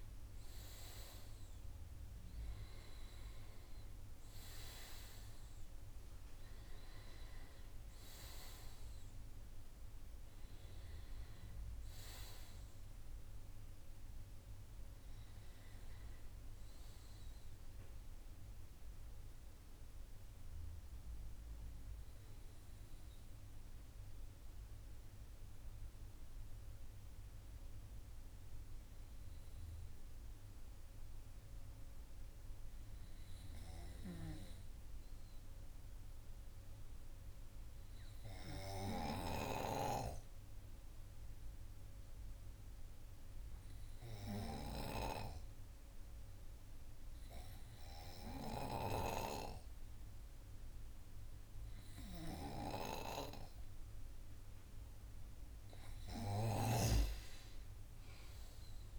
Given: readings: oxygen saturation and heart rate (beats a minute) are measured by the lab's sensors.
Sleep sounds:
breathing in sleep by a room microphone; 1
0.00-3.00 s: arousal
2.50-25.50 s: oxygen desaturation (device-marked, oxygen 97% before, 94% lowest, heart rate 64 before, 49 extreme)
21.00-53.50 s: hypopnea (oxygen 97% before, 94% lowest, heart rate 59 before, 50 extreme, up 19 after)
56.50-58.99 s: arousal
56.50-58.99 s: snoring (device-marked)
From the record:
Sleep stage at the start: N2 (light sleep); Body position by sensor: on the right side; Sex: male

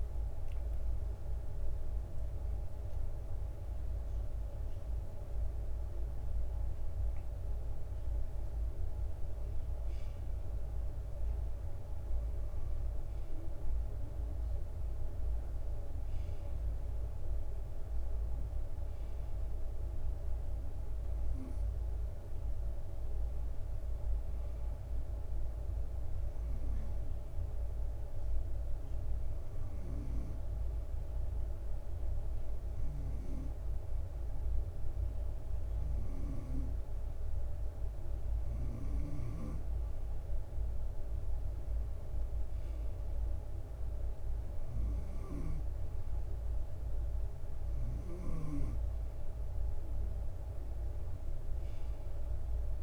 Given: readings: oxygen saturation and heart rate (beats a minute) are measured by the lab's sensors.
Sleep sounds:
breathing in sleep, hard to hear, by a room microphone; none
0.00-8.50 s: drop in pulse transit time (device-marked, heart rate 66 extreme)
1.50-5.50 s: arousal
45.00-48.50 s: snoring (device-marked)
From the record:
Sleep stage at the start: N2 (light sleep); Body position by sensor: on the right side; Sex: male

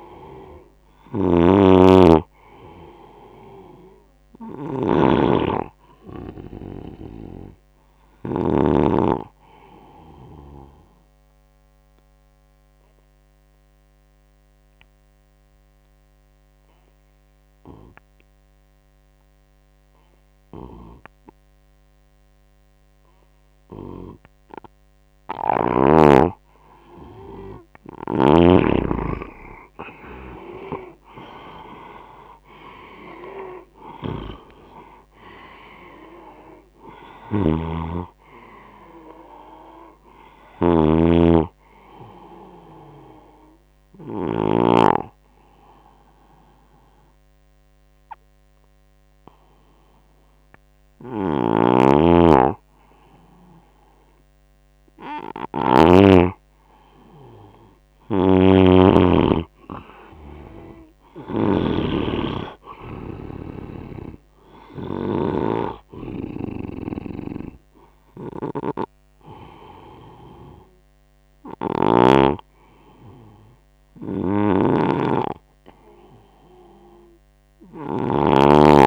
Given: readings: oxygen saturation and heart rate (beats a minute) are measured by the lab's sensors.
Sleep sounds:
breathing in sleep by a microphone on the trachea; 2
0.00-8.00 s: snoring (device-marked)
0.00-11.00 s: oxygen desaturation (device-marked, oxygen 92% lowest, heart rate 66 extreme)
10.50-23.50 s: obstructive apnea (oxygen 97% before, 90% lowest, heart rate 81 before, 68 extreme, up 19 after)
27.50-32.00 s: arousal
27.50-44.00 s: snoring (device-marked)
28.00-40.00 s: oxygen desaturation (device-marked, oxygen 97% before, 90% lowest, heart rate 74 before, 68 extreme)
42.00-54.00 s: oxygen desaturation (device-marked, oxygen 96% before, 90% lowest, heart rate 82 before, 68 extreme)
42.50-53.00 s: hypopnea (oxygen 97% before, 90% lowest, heart rate 82 before, 68 extreme, up 21 after)
50.50-55.50 s: snoring (device-marked)
57.00-60.50 s: arousal
57.50-71.50 s: snoring (device-marked)
73.50-78.87 s: snoring (device-marked)
From the record:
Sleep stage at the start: N2 (light sleep); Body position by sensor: on the right side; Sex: male

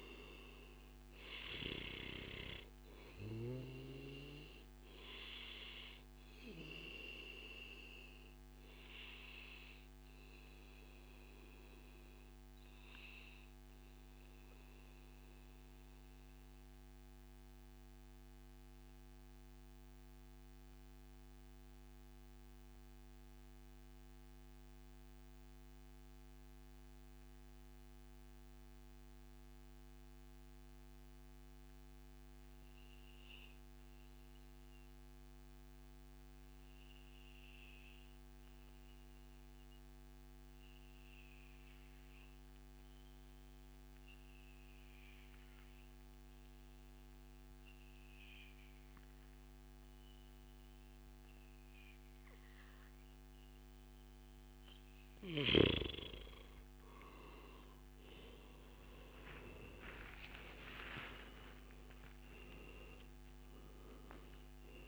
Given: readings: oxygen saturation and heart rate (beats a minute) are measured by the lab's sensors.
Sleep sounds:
breathing in sleep by a microphone on the trachea; 1
0.00-22.50 s: oxygen desaturation (device-marked, oxygen 92% lowest, heart rate 93 extreme)
7.50-9.50 s: long interval between heartbeats (device-marked, heart rate 104 before, 99 extreme)
7.50-53.00 s: mixed apnea (oxygen 97% before, 89% lowest, heart rate 104 before, 93 extreme, up 17 after)
19.00-21.00 s: long interval between heartbeats (device-marked, heart rate 101 before, 93 extreme)
22.00-24.00 s: long interval between heartbeats (device-marked, heart rate 100 before, 99 extreme)
41.00-43.00 s: long interval between heartbeats (device-marked, heart rate 102 before, 100 extreme)
42.50-64.88 s: oxygen desaturation (device-marked, oxygen 98% before, 89% lowest, heart rate 102 before, 98 extreme)
56.50-60.50 s: arousal
57.50-59.50 s: long interval between heartbeats (device-marked, heart rate 103 before, 107 extreme)
From the record:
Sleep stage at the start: N2 (light sleep); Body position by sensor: on the back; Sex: male

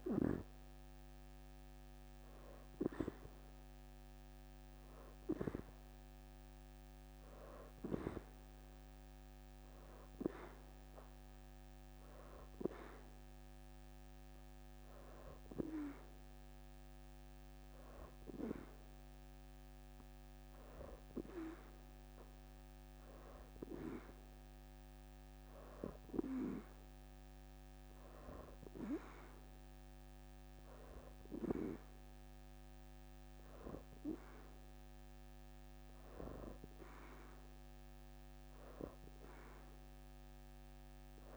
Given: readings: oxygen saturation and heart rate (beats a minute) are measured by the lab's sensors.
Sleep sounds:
breathing in sleep by a microphone on the trachea; none
none scored
From the record:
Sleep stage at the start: N2 (light sleep); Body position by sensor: on the back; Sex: female

